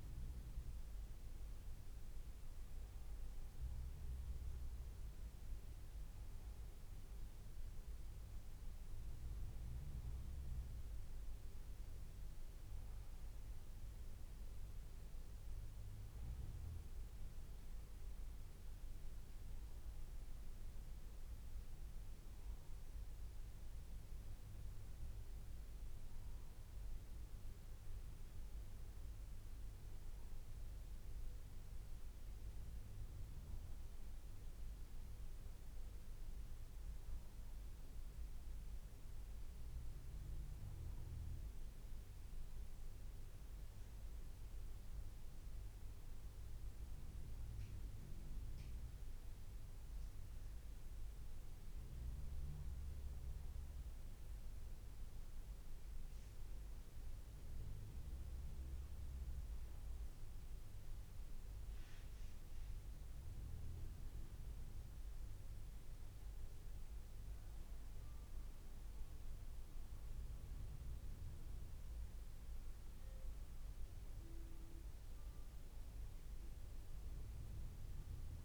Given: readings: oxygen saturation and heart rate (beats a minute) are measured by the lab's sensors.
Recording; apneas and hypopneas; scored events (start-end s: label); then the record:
breathing in sleep, hard to hear, by a room microphone; none
none scored
From the record:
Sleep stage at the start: N2 (light sleep); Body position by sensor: on the back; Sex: male